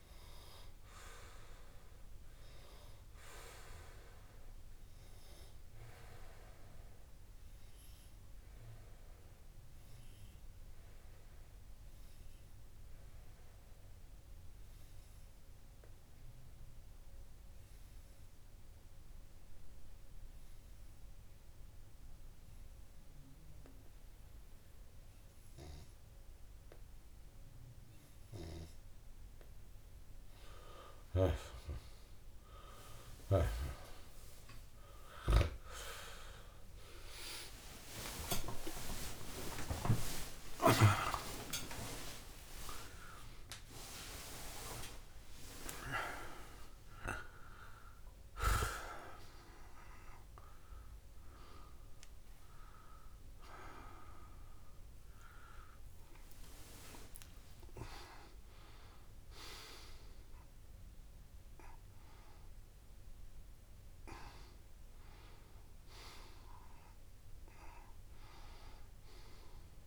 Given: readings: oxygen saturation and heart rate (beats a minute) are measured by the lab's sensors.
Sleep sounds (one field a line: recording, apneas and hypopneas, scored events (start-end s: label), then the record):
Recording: a person partly awake in a sleep study, by a room microphone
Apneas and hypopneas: 1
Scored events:
4.00-29.50 s: obstructive apnea (oxygen 99% before, 95% lowest)
6.00-8.00 s: long interval between heartbeats (device-marked)
38.50-40.50 s: long interval between heartbeats (device-marked)
41.00-43.00 s: long interval between heartbeats (device-marked)
42.50-45.50 s: tachycardia (device-marked, heart rate 30 before, 97 extreme)
43.50-45.50 s: long interval between heartbeats (device-marked)
45.50-47.50 s: long interval between heartbeats (device-marked)
46.50-48.50 s: tachycardia (device-marked, heart rate 30 before, 109 extreme)
48.50-69.87 s: new sleep stage, awake
49.50-51.50 s: long interval between heartbeats (device-marked, heart rate 40 before, 108 extreme)
49.50-52.50 s: tachycardia (device-marked, heart rate 30 before, 109 extreme)
52.50-54.50 s: long interval between heartbeats (device-marked, heart rate 55 before, 114 extreme)
56.50-62.50 s: tachycardia (device-marked, heart rate 30 before, 148 extreme)
57.00-59.00 s: long interval between heartbeats (device-marked, heart rate 76 before, 89 extreme)
60.50-62.50 s: long interval between heartbeats (device-marked, heart rate 92 before, 116 extreme)
62.50-64.50 s: long interval between heartbeats (device-marked, heart rate 102 before, 154 extreme)
66.50-68.50 s: long interval between heartbeats (device-marked, heart rate 112 before, 46 extreme)
From the record:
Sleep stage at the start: N2 (light sleep)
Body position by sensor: on the back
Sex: male